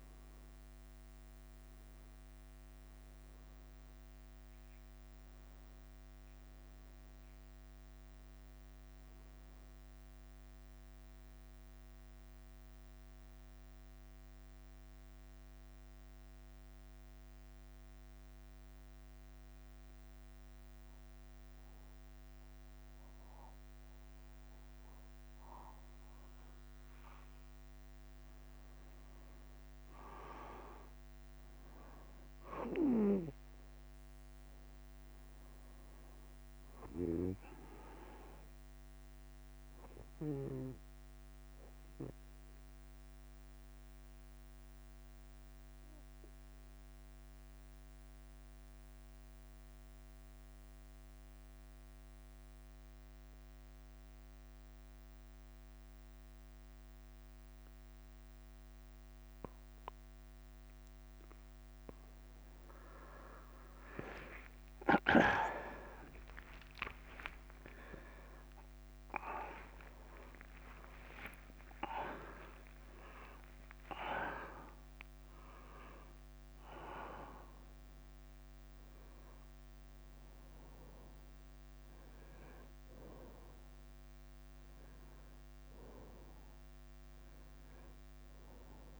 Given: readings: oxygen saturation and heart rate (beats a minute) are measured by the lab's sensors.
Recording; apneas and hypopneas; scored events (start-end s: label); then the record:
breathing in sleep by a microphone on the trachea; 2
0.00-22.00 s: oxygen desaturation (device-marked, oxygen 92% lowest, heart rate 47 extreme)
7.00-11.00 s: arousal
9.00-11.00 s: long interval between heartbeats (device-marked, heart rate 58 before, 63 extreme)
10.00-64.00 s: bradycardia (device-marked, heart rate 59 before, 47 extreme)
13.00-26.00 s: obstructive apnea (oxygen 97% before, 91% lowest, heart rate 60 before, 47 extreme, up 7 after)
29.00-35.00 s: arousal
36.00-58.00 s: oxygen desaturation (device-marked, oxygen 97% before, 92% lowest, heart rate 55 before, 47 extreme)
42.00-61.50 s: obstructive apnea (oxygen 97% before, 91% lowest, heart rate 57 before, 49 extreme, up 13 after)
64.50-71.00 s: arousal
68.00-70.00 s: long interval between heartbeats (device-marked, heart rate 54 before, 66 extreme)
70.50-72.50 s: long interval between heartbeats (device-marked, heart rate 56 before, 81 extreme)
71.00-85.00 s: oxygen desaturation (device-marked, oxygen 97% before, 91% lowest, heart rate 57 before, 57 extreme)
73.50-75.50 s: long interval between heartbeats (device-marked, heart rate 61 before, 81 extreme)
76.00-78.00 s: bradycardia (device-marked, heart rate 59 before, 64 extreme)
82.00-89.00 s: new sleep stage, N1 (lightest sleep)
86.00-89.00 s: bradycardia (device-marked, heart rate 59 before, 59 extreme)
From the record:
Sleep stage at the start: N2 (light sleep); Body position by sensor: on the back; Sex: male